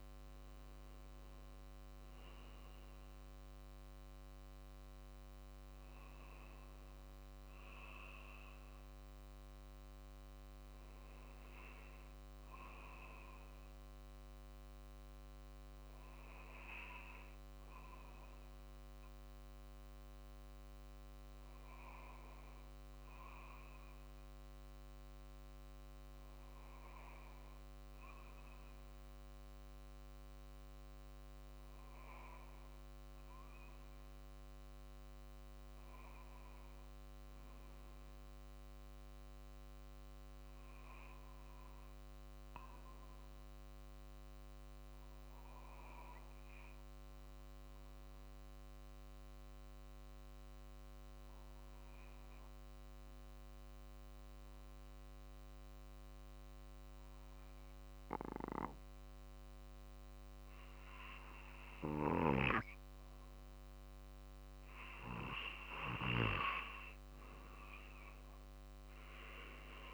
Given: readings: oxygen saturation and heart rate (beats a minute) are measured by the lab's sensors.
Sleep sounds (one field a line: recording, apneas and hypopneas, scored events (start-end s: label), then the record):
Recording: breathing in sleep by a microphone on the trachea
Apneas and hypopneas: 1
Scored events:
0.00-6.00 s: drop in pulse transit time (device-marked, heart rate 47 extreme)
18.00-21.50 s: arousal
19.00-35.00 s: oxygen desaturation (device-marked, oxygen 94% before, 89% lowest, heart rate 48 before, 46 extreme)
27.50-63.50 s: obstructive apnea (oxygen 94% before, 89% lowest, heart rate 47 before, 47 extreme, up 3 after)
66.50-69.94 s: arousal
From the record:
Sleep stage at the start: N2 (light sleep)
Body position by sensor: on the back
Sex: male